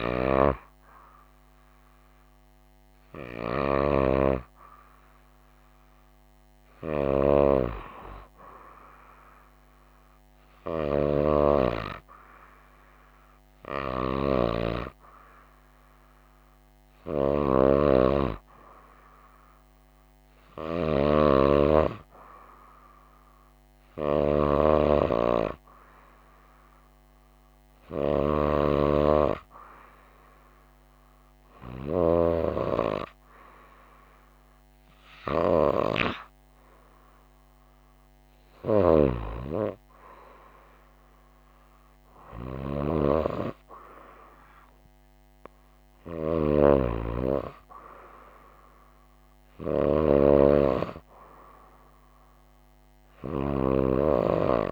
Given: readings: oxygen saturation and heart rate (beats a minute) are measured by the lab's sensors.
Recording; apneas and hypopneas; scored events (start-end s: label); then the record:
breathing in sleep by a microphone on the trachea; none
none scored
From the record:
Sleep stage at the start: N2 (light sleep); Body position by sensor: on the right side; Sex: female